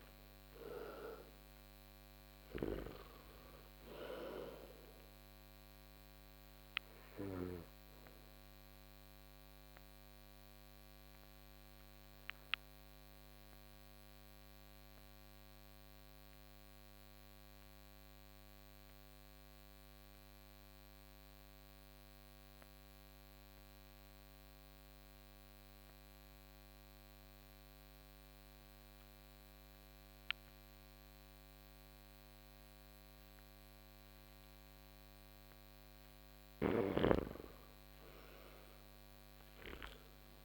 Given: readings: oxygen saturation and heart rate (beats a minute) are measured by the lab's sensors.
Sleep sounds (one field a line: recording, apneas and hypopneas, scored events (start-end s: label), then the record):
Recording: breathing in sleep by a microphone on the trachea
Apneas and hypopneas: 1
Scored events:
0.00-1.00 s: arousal
0.00-25.00 s: oxygen desaturation (device-marked, oxygen 85% lowest)
8.50-35.50 s: mixed apnea (oxygen 98% before, 82% lowest)
36.00-40.45 s: oxygen desaturation (device-marked, oxygen 98% before, 82% lowest)
37.50-40.45 s: arousal
From the record:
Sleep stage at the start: N2 (light sleep)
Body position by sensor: on the back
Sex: male